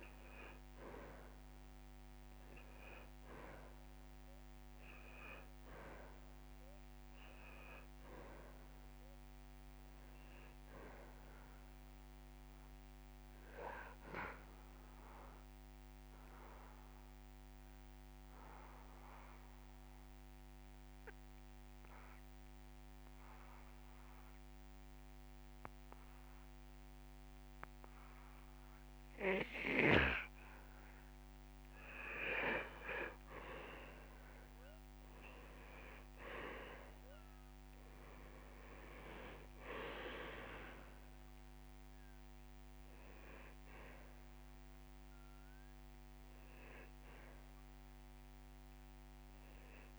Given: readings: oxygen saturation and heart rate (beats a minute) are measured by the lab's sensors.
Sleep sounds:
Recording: breathing in sleep by a microphone on the trachea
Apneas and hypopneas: 1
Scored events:
14.00-32.00 s: obstructive apnea (oxygen 96% before, 89% lowest)
35.00-39.00 s: arousal
36.50-49.99 s: oxygen desaturation (device-marked, oxygen 97% before, 89% lowest)
From the record:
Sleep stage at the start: N2 (light sleep)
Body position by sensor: on the back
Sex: male

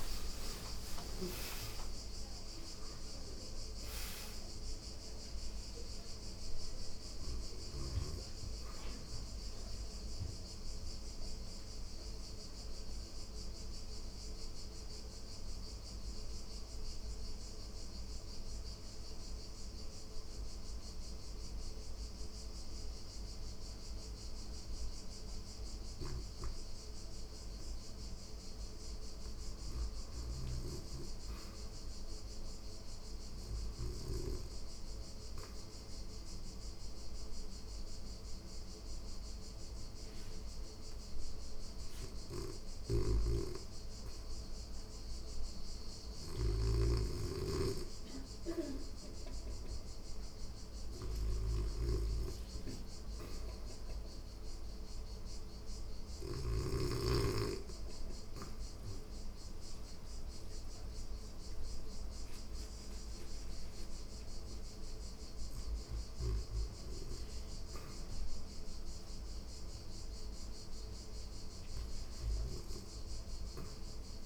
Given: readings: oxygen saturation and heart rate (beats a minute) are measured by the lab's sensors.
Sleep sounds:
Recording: breathing in sleep by a room microphone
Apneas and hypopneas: 2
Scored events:
0.00-2.50 s: arousal
0.00-17.50 s: oxygen desaturation (device-marked, oxygen 76% lowest, heart rate 82 extreme)
10.50-26.50 s: mixed apnea (oxygen 93% before, 76% lowest, heart rate 92 before, 85 extreme, up 0 after)
19.50-44.50 s: oxygen desaturation (device-marked, oxygen 99% before, 78% lowest, heart rate 96 before, 85 extreme)
28.00-31.00 s: arousal
29.50-33.50 s: snoring (device-marked)
35.50-49.00 s: hypopnea (oxygen 99% before, 78% lowest, heart rate 88 before, 87 extreme, up 3 after)
42.00-56.00 s: snoring (device-marked)
50.50-64.50 s: oxygen desaturation (device-marked, oxygen 88% before, 80% lowest, heart rate 88 before, 90 extreme)
51.50-55.00 s: arousal
From the record:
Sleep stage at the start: REM sleep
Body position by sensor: on the back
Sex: female

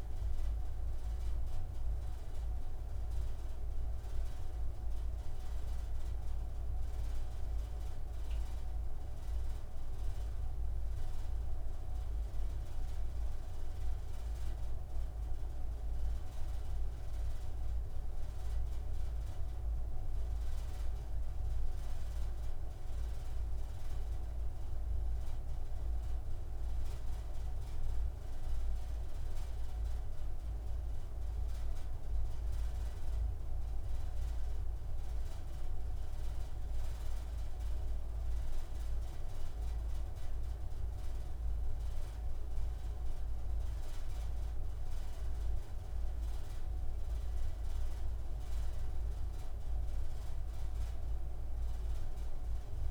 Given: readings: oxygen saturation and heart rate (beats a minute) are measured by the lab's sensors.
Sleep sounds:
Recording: breathing in sleep, hard to hear, by a room microphone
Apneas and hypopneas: none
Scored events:
none scored
From the record:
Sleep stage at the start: N2 (light sleep)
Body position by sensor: on the right side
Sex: male

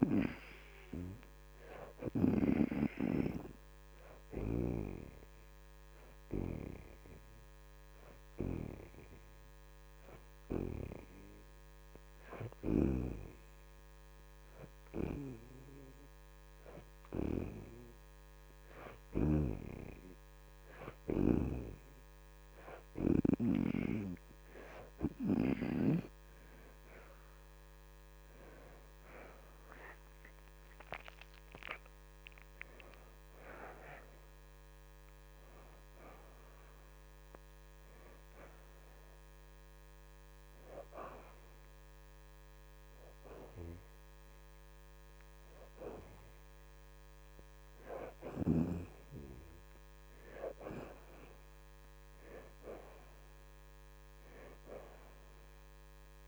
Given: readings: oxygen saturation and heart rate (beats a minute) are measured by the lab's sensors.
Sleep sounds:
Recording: breathing in sleep by a microphone on the trachea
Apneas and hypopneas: 1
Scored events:
0.00-1.00 s: arousal
1.50-15.50 s: oxygen desaturation (device-marked, oxygen 76% before, 68% lowest, heart rate 87 before, 83 extreme)
5.50-19.00 s: hypopnea (oxygen 81% before, 62% lowest, heart rate 89 before, 83 extreme, up 7 after)
22.50-27.00 s: arousal
22.50-48.50 s: oxygen desaturation (device-marked, oxygen 73% before, 62% lowest, heart rate 87 before, 72 extreme)
From the record:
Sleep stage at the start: N2 (light sleep)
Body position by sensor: on the back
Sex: female

